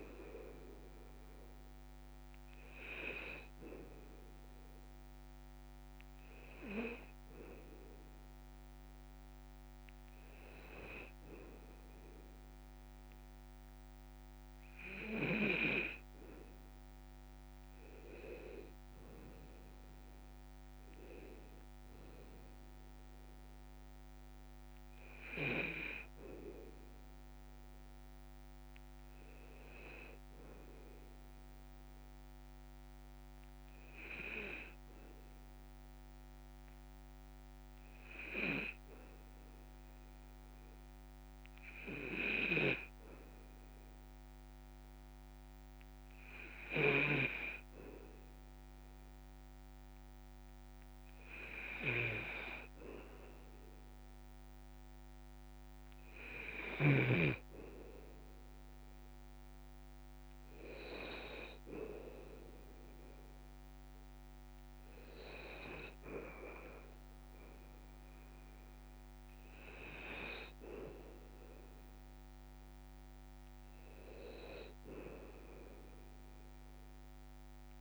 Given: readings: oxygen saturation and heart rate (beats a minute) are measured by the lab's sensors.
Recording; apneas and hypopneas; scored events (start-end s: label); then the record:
breathing in sleep by a microphone on the trachea; 1
18.00-22.00 s: arousal
33.50-56.00 s: hypopnea (oxygen 97% before, 94% lowest, heart rate 58 before, 55 extreme, up 3 after)
58.50-62.50 s: arousal
From the record:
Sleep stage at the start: N2 (light sleep); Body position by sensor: on the back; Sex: male